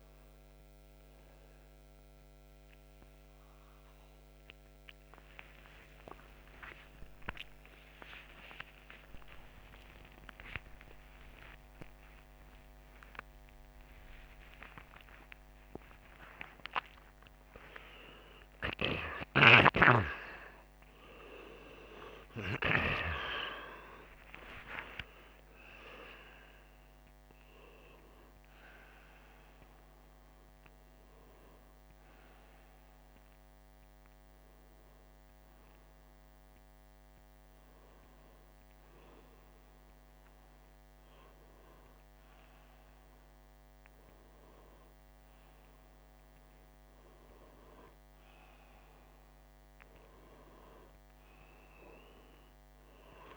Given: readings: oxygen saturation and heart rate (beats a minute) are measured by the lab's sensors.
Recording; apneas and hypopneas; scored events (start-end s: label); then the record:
a person awake in a sleep study, by a microphone on the trachea; none
31.00-44.00 s: oxygen desaturation (device-marked, oxygen 97% before, 88% lowest)
From the record:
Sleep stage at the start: awake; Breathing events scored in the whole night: 218 in 4.9 hours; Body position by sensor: upright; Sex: male